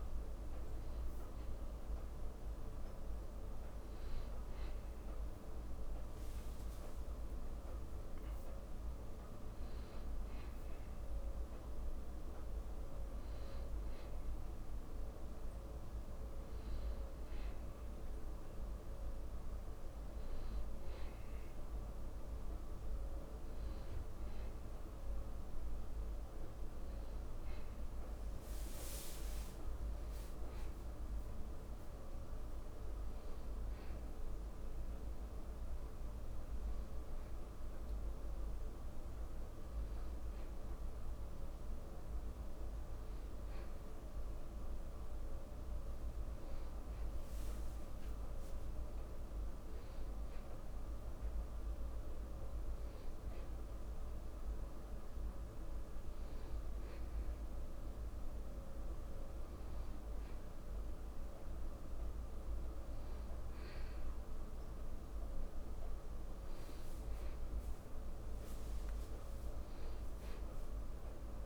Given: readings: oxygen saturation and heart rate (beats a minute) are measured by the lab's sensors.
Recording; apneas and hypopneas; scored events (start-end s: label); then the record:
a person awake in a sleep study, hard to hear, by a room microphone; none
none scored
From the record:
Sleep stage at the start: awake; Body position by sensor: on the back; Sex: male